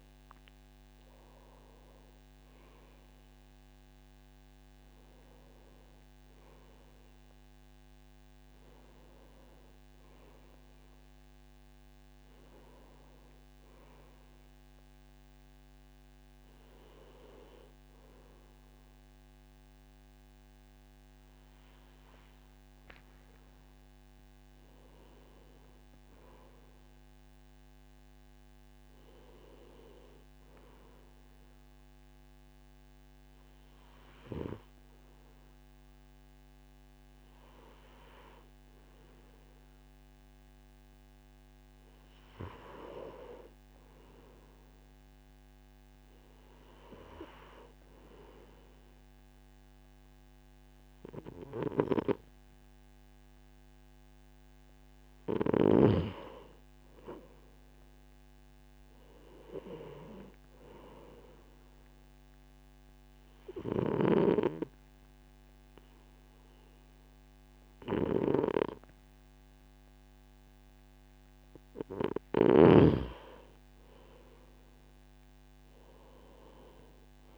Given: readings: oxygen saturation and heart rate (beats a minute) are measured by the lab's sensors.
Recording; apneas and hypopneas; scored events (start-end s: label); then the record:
breathing in sleep by a microphone on the trachea; 2
0.00-1.50 s: oxygen desaturation (device-marked, oxygen 92% lowest, heart rate 56 extreme)
23.00-26.00 s: arousal
31.50-41.50 s: hypopnea (oxygen 98% before, 94% lowest, heart rate 62 before, 46 extreme, up 14 after)
42.50-46.00 s: arousal
61.50-71.50 s: obstructive apnea (oxygen 97% before, 94% lowest, heart rate 56 before, 29 extreme, up 10 after)
73.00-77.38 s: arousal
From the record:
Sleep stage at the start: N2 (light sleep); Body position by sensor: on the right side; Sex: male